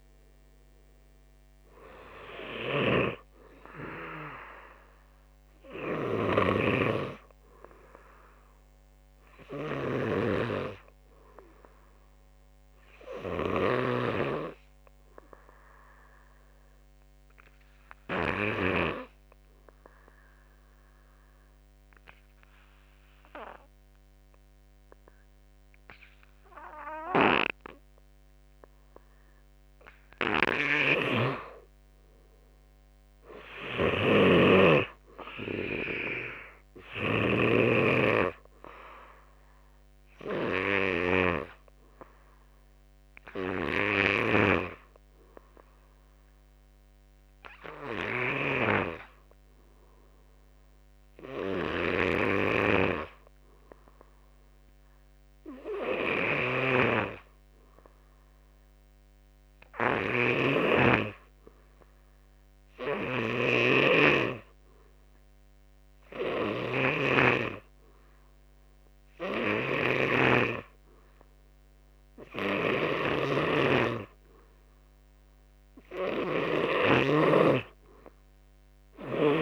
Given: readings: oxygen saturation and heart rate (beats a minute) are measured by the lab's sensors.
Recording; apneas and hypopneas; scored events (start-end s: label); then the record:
breathing in sleep by a microphone on the trachea; 2
0.00-9.00 s: oxygen desaturation (device-marked, oxygen 88% lowest, heart rate 49 extreme)
0.00-14.00 s: snoring (device-marked)
16.50-29.00 s: obstructive apnea (oxygen 97% before, 85% lowest, heart rate 57 before, 54 extreme, up 4 after)
30.00-37.00 s: snoring (device-marked)
31.00-54.00 s: oxygen desaturation (device-marked, oxygen 96% before, 85% lowest, heart rate 58 before, 53 extreme)
31.50-35.00 s: arousal
40.00-73.00 s: obstructive apnea (oxygen 96% before, 85% lowest, heart rate 60 before, 53 extreme, up 5 after)
56.00-77.00 s: snoring (device-marked)
63.00-76.00 s: oxygen desaturation (device-marked, oxygen 97% before, 88% lowest, heart rate 56 before, 60 extreme)
77.50-79.41 s: arousal
From the record:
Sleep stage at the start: N2 (light sleep); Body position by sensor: on the back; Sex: male